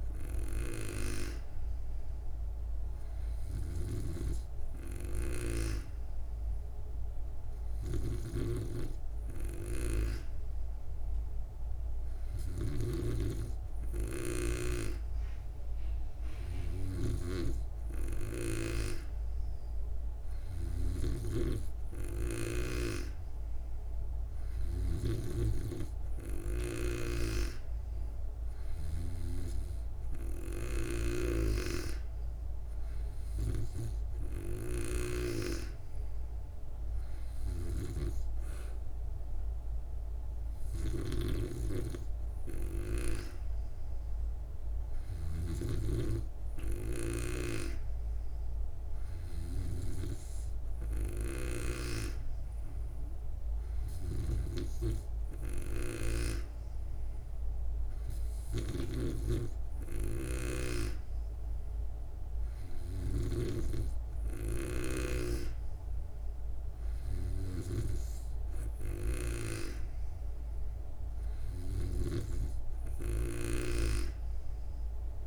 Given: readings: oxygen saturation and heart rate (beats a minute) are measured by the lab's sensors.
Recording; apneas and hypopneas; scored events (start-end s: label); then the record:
breathing in sleep by a room microphone; none
8.00-23.00 s: snoring (device-marked)
25.00-35.00 s: snoring (device-marked)
41.00-45.50 s: snoring (device-marked)
54.00-72.50 s: snoring (device-marked)
From the record:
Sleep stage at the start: N2 (light sleep); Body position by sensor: on the back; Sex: female